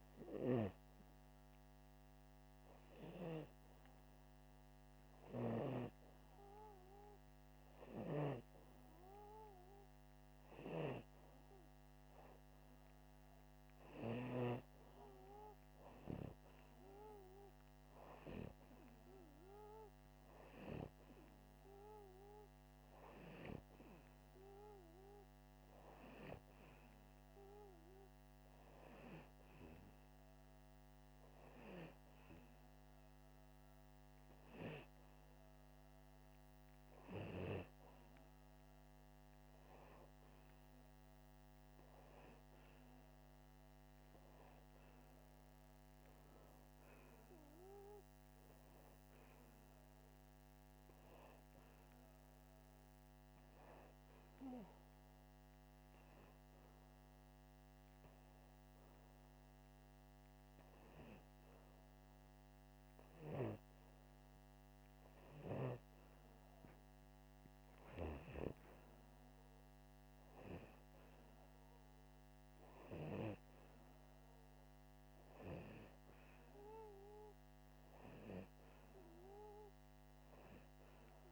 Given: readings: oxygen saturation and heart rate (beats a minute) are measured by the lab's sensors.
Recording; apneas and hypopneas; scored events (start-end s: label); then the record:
breathing in sleep by a microphone on the trachea; none
none scored
From the record:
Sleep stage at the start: N2 (light sleep); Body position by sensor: upright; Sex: male